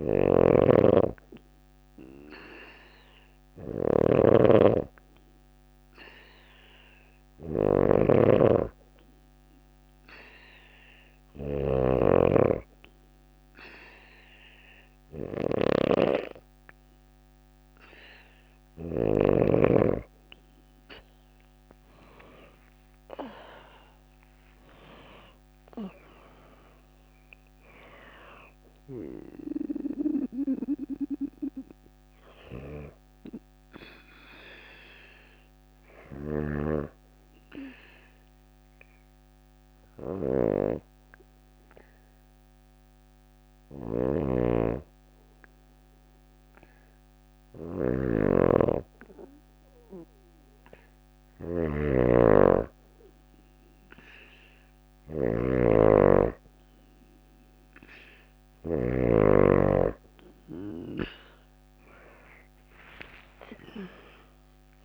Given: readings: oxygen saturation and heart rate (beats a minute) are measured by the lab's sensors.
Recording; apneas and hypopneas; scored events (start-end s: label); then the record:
breathing in sleep by a microphone on the trachea; 2
0.00-18.50 s: snoring (device-marked)
8.00-19.50 s: hypopnea (oxygen 97% before, 93% lowest)
22.00-27.00 s: arousal
32.50-50.00 s: obstructive apnea (oxygen 95% before, 93% lowest)
35.50-58.00 s: snoring (device-marked)
57.50-64.85 s: oxygen desaturation (device-marked, oxygen 97% before, 93% lowest)
60.50-64.85 s: arousal
From the record:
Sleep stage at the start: N2 (light sleep); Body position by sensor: on the back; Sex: female